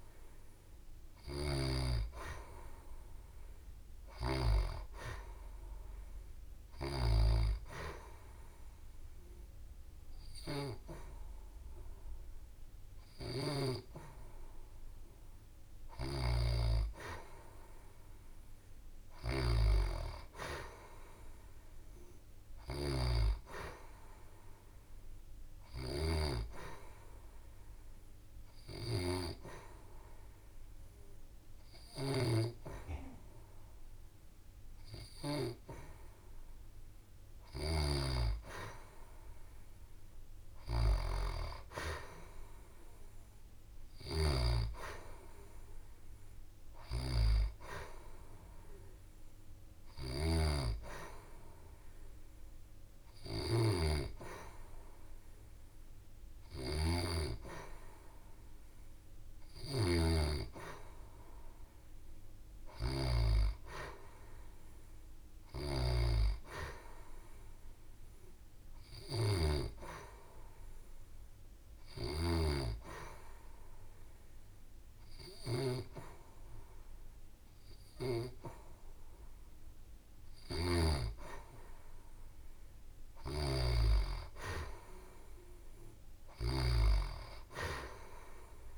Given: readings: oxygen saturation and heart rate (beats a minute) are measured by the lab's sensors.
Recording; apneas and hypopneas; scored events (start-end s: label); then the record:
breathing in sleep by a room microphone; 3
0.00-19.00 s: oxygen desaturation (device-marked, oxygen 91% lowest, heart rate 69 extreme)
6.50-16.50 s: obstructive apnea (oxygen 96% before, 89% lowest, heart rate 70 before, 69 extreme, up 1 after)
20.50-24.50 s: arousal
26.00-36.00 s: oxygen desaturation (device-marked, oxygen 93% before, 90% lowest, heart rate 72 before, 69 extreme)
27.00-37.50 s: hypopnea (oxygen 95% before, 89% lowest, heart rate 72 before, 69 extreme, up 2 after)
39.50-43.50 s: arousal
46.00-57.00 s: oxygen desaturation (device-marked, oxygen 93% before, 89% lowest, heart rate 71 before, 70 extreme)
63.50-67.00 s: arousal
70.50-81.00 s: hypopnea (oxygen 93% before, 89% lowest, heart rate 71 before, 68 extreme, up 2 after)
From the record:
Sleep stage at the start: N2 (light sleep); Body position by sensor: on the back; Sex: female